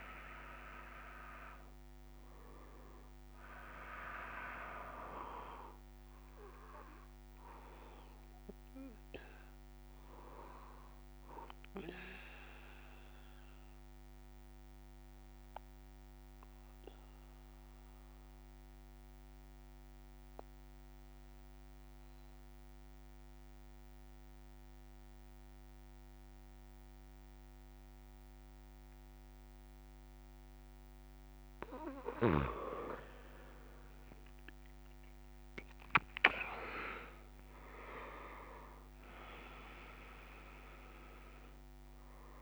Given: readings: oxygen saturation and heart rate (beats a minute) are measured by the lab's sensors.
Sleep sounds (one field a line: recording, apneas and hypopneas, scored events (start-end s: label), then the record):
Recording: breathing in sleep by a microphone on the trachea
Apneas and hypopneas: 1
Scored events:
0.00-22.00 s: oxygen desaturation (device-marked, oxygen 99% before, 93% lowest)
11.50-31.00 s: mixed apnea (oxygen 100% before, 93% lowest)
38.00-42.42 s: oxygen desaturation (device-marked, oxygen 99% before, 95% lowest)
From the record:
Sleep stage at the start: N3 (deep sleep)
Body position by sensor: on the back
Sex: male